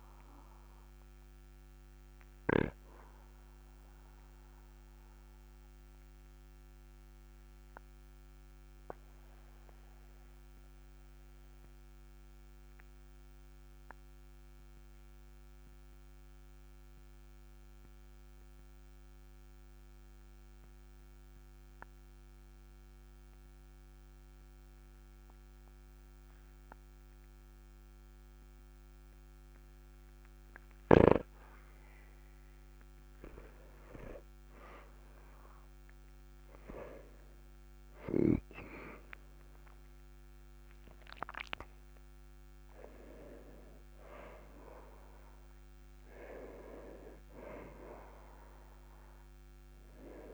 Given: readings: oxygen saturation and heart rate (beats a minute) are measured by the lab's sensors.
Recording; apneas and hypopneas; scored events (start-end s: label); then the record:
breathing in sleep by a microphone on the trachea; 1
1.50-32.00 s: obstructive apnea (oxygen 99% before, 95% lowest, heart rate 45 before, 42 extreme, up 4 after)
34.50-39.00 s: arousal
48.50-50.34 s: oxygen desaturation (device-marked, oxygen 98% before, 95% lowest, heart rate 49 before, 37 extreme)
From the record:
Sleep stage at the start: N2 (light sleep); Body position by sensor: on the back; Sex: male